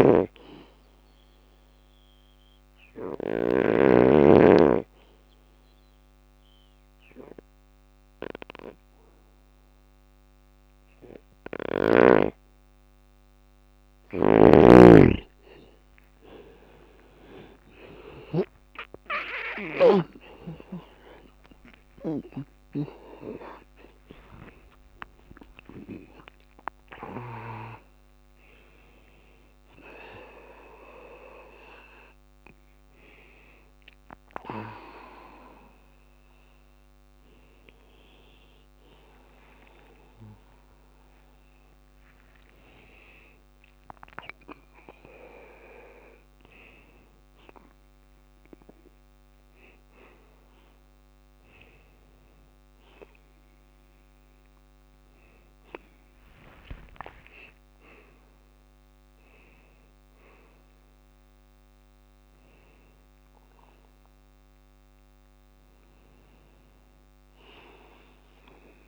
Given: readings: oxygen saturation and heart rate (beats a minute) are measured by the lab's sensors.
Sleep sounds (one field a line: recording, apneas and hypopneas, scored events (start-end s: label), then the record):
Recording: a person awake in a sleep study, by a microphone on the trachea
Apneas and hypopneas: 1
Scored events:
0.00-2.50 s: snoring (device-marked)
3.00-9.00 s: bradycardia (device-marked, heart rate 61 before, 59 extreme)
3.00-13.50 s: obstructive apnea (oxygen 98% before, 93% lowest, heart rate 61 before, 58 extreme, up 24 after)
6.00-66.00 s: new sleep stage, awake
13.00-17.50 s: snoring (device-marked)
16.50-18.50 s: long interval between heartbeats (device-marked, heart rate 60 before, 71 extreme)
17.00-34.00 s: drop in pulse transit time (device-marked, heart rate 61 before, 75 extreme)
19.00-45.00 s: oxygen desaturation (device-marked, oxygen 96% before, 93% lowest, heart rate 62 before, 57 extreme)
63.00-68.88 s: bradycardia (device-marked, heart rate 62 before, 55 extreme)
66.00-68.88 s: new sleep stage, N2 (light sleep)
From the record:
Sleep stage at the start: N2 (light sleep)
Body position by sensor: on the back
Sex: male